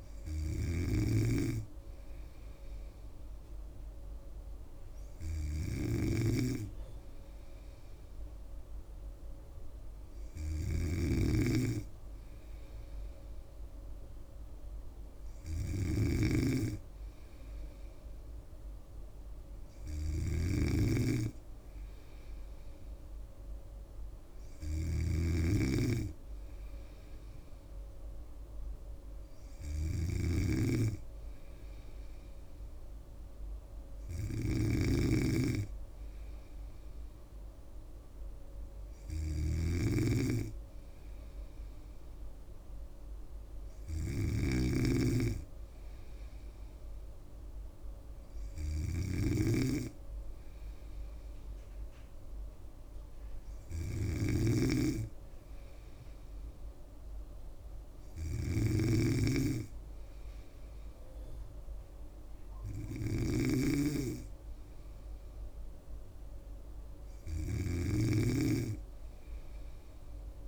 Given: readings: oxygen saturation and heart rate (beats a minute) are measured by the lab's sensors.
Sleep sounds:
breathing in sleep by a room microphone; none
0.00-70.47 s: snoring (device-marked)
From the record:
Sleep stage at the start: N2 (light sleep); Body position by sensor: on the back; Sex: female

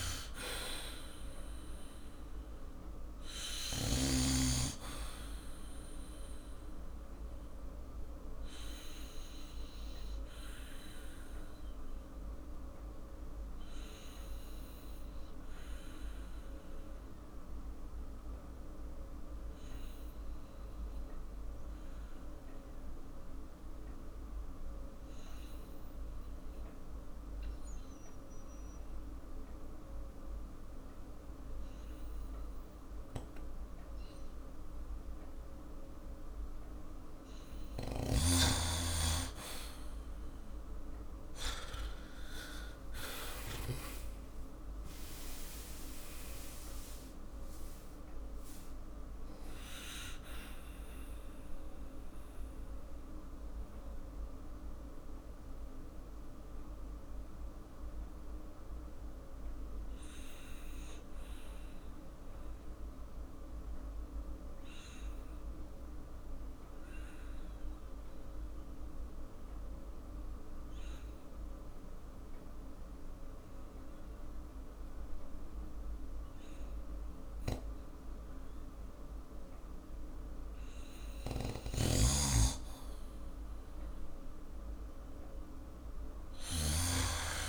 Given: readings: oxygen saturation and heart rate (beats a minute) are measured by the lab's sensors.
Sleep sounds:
breathing in sleep by a room microphone; 2
0.00-2.00 s: arousal
0.00-4.00 s: snoring (device-marked)
8.00-37.00 s: obstructive apnea (oxygen 98% before, 89% lowest, heart rate 55 before, 46 extreme, up 8 after)
23.50-33.50 s: oxygen desaturation (device-marked, oxygen 97% before, 93% lowest, heart rate 53 before, 46 extreme)
42.00-47.00 s: arousal
51.50-80.50 s: obstructive apnea (oxygen 98% before, 89% lowest, heart rate 57 before, 46 extreme, up 3 after)
65.50-80.50 s: oxygen desaturation (device-marked, oxygen 95% before, 89% lowest, heart rate 54 before, 50 extreme)
81.50-87.49 s: snoring (device-marked)
83.50-86.50 s: arousal
From the record:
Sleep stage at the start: N2 (light sleep); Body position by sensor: on the back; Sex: male

